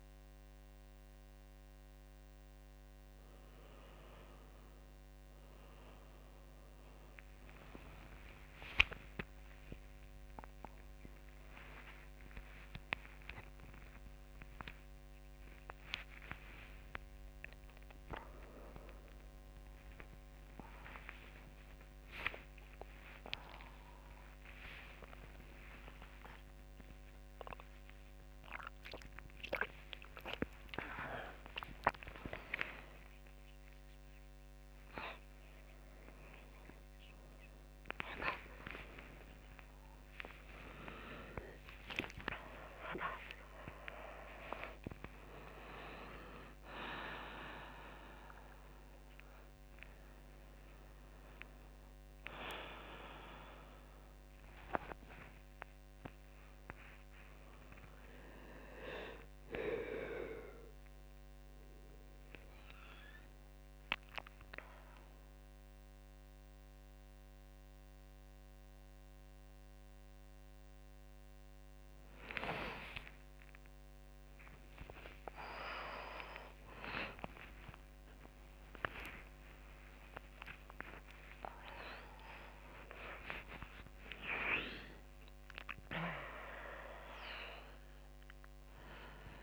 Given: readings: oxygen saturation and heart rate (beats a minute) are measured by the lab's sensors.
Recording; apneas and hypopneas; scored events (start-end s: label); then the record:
a person awake in a sleep study, by a microphone on the trachea; none
8.00-10.00 s: long interval between heartbeats (device-marked, heart rate 61 before, 69 extreme)
14.00-20.00 s: tachycardia (device-marked, heart rate 67 before, 114 extreme)
14.50-16.50 s: long interval between heartbeats (device-marked, heart rate 65 before, 85 extreme)
16.50-18.50 s: long interval between heartbeats (device-marked, heart rate 67 before, 94 extreme)
19.50-21.50 s: long interval between heartbeats (device-marked, heart rate 73 before, 107 extreme)
32.00-34.00 s: long interval between heartbeats (device-marked, heart rate 96 before, 86 extreme)
38.00-40.00 s: long interval between heartbeats (device-marked, heart rate 96 before, 89 extreme)
43.00-45.00 s: long interval between heartbeats (device-marked, heart rate 91 before, 83 extreme)
80.00-82.00 s: long interval between heartbeats (device-marked, heart rate 63 before, 64 extreme)
From the record:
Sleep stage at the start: awake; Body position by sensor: on the back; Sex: female